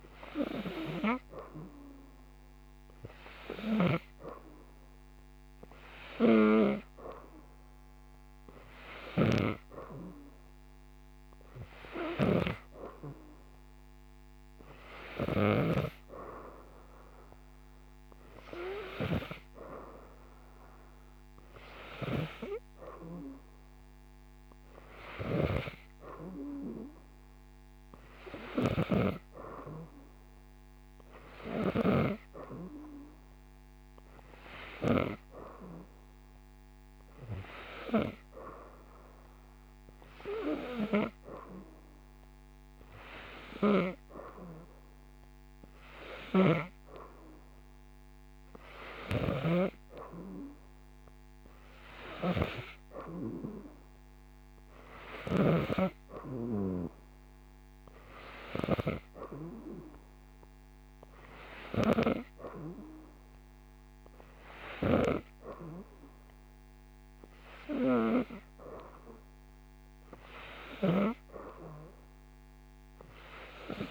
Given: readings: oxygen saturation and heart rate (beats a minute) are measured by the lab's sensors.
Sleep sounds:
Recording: breathing in sleep by a microphone on the trachea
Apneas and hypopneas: none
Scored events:
none scored
From the record:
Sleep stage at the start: N3 (deep sleep)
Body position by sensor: upright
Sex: female

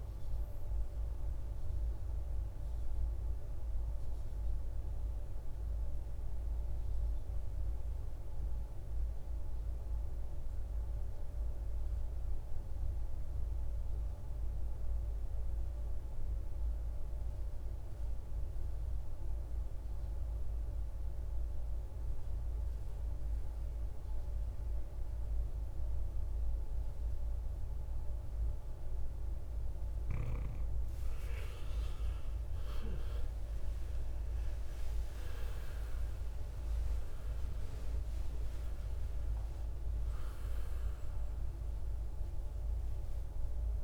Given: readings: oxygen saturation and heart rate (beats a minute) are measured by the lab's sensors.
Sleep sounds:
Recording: breathing in sleep, hard to hear, by a room microphone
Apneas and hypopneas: 1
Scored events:
0.00-15.00 s: oxygen desaturation (device-marked, oxygen 91% lowest, heart rate 55 extreme)
2.00-27.50 s: central apnea (oxygen 98% before, 87% lowest, heart rate 59 before, 55 extreme, up 18 after)
30.00-43.84 s: oxygen desaturation (device-marked, oxygen 97% before, 87% lowest, heart rate 56 before, 51 extreme)
30.50-36.00 s: arousal
From the record:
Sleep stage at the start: N2 (light sleep)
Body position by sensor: on the right side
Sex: male

